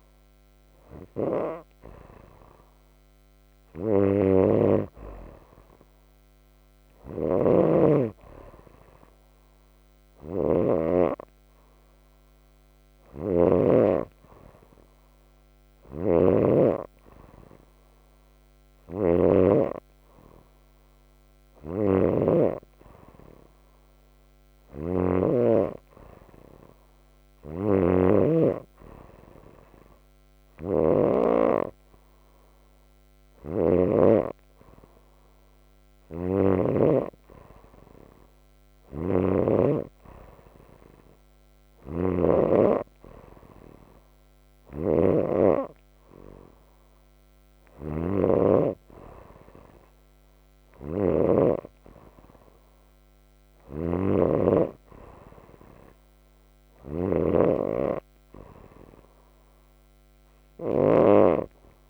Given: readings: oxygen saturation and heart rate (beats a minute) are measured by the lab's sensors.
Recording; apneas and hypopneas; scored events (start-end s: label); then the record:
breathing in sleep by a microphone on the trachea; none
4.00-13.50 s: snoring (device-marked)
15.50-25.00 s: snoring (device-marked)
27.00-31.00 s: snoring (device-marked)
35.50-61.90 s: snoring (device-marked)
From the record:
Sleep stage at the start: N2 (light sleep); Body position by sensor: on the right side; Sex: female